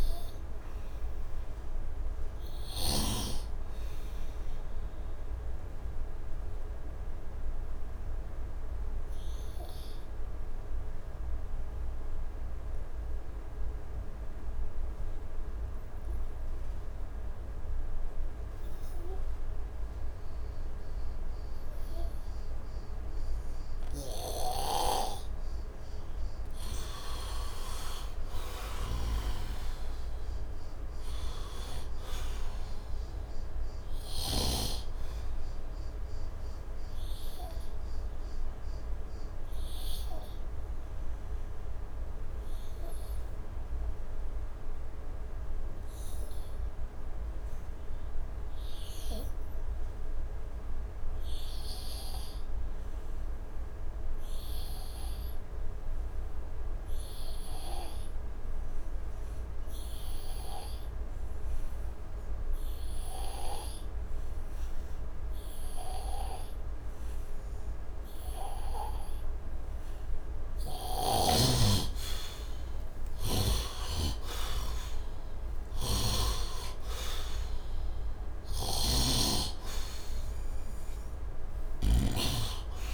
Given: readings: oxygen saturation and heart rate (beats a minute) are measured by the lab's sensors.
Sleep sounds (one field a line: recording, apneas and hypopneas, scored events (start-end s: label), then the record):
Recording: breathing in sleep by a room microphone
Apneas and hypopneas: 2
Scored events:
0.00-12.00 s: oxygen desaturation (device-marked, oxygen 82% lowest, heart rate 69 extreme)
6.50-24.00 s: obstructive apnea (oxygen 97% before, 77% lowest, heart rate 75 before, 65 extreme, up 40 after)
9.00-82.94 s: new sleep stage, N2 (light sleep)
22.00-53.00 s: oxygen desaturation (device-marked, oxygen 99% before, 77% lowest, heart rate 71 before, 65 extreme)
24.00-34.50 s: snoring (device-marked)
26.00-29.00 s: arousal
36.50-71.00 s: obstructive apnea (oxygen 99% before, 76% lowest, heart rate 85 before, 65 extreme, up 36 after)
59.00-82.94 s: oxygen desaturation (device-marked, oxygen 98% before, 77% lowest, heart rate 72 before, 68 extreme)
72.50-78.00 s: arousal
75.50-82.94 s: snoring (device-marked)
From the record:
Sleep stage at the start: N1 (lightest sleep)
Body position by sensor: on the right side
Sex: male